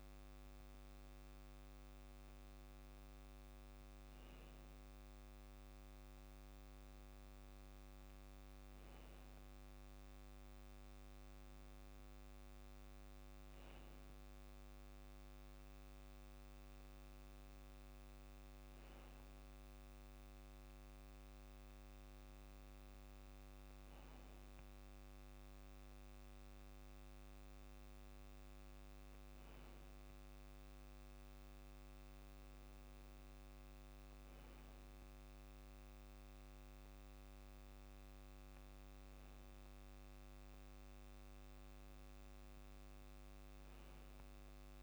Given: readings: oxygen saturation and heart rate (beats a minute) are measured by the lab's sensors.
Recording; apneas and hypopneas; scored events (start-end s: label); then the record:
breathing in sleep, hard to hear, by a microphone on the trachea; none
none scored
From the record:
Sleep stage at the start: REM sleep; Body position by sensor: on the back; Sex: male